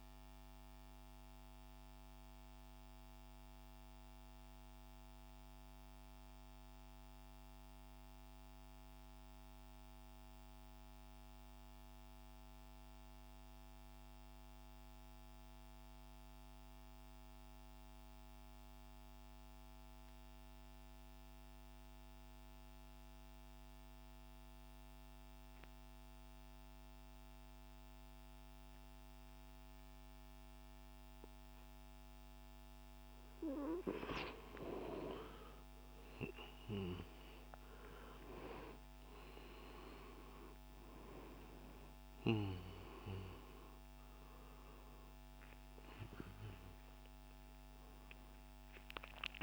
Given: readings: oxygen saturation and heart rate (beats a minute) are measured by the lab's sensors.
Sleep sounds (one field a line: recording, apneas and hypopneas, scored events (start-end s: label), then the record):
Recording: breathing in sleep by a microphone on the trachea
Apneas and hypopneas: 1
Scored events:
0.00-3.00 s: oxygen desaturation (device-marked, oxygen 88% lowest, heart rate 38 extreme)
1.50-33.50 s: mixed apnea (oxygen 94% before, 89% lowest)
29.00-49.43 s: oxygen desaturation (device-marked, oxygen 98% before, 89% lowest)
35.50-39.50 s: arousal
From the record:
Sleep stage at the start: N2 (light sleep)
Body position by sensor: on the right side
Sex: male